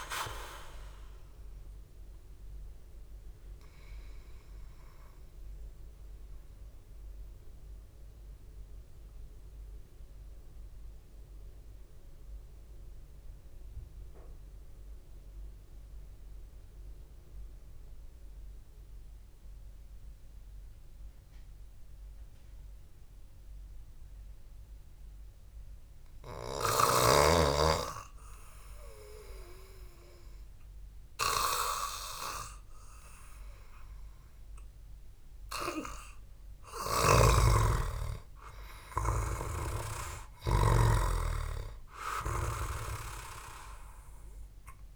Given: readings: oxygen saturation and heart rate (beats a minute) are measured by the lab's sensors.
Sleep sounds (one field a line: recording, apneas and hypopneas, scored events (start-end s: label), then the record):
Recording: breathing in sleep by a room microphone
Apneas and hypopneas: 1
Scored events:
5.50-25.00 s: mixed apnea (oxygen 96% before, 93% lowest, heart rate 59 before, 53 extreme, up 1 after)
28.00-31.50 s: arousal
From the record:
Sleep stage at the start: N2 (light sleep)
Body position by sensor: on the back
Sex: male